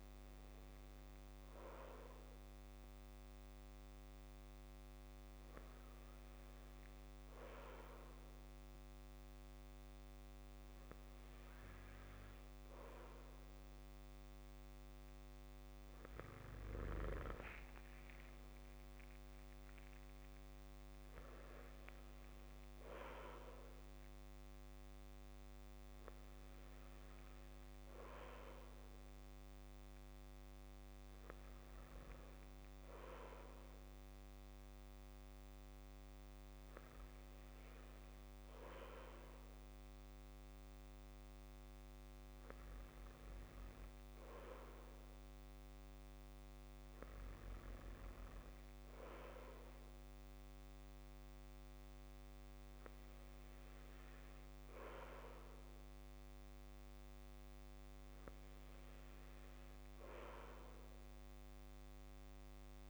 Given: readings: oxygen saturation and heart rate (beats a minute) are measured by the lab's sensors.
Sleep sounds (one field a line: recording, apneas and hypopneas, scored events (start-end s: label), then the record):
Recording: breathing in sleep by a microphone on the trachea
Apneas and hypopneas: none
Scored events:
none scored
From the record:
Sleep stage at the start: N2 (light sleep)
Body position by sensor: on the back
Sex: male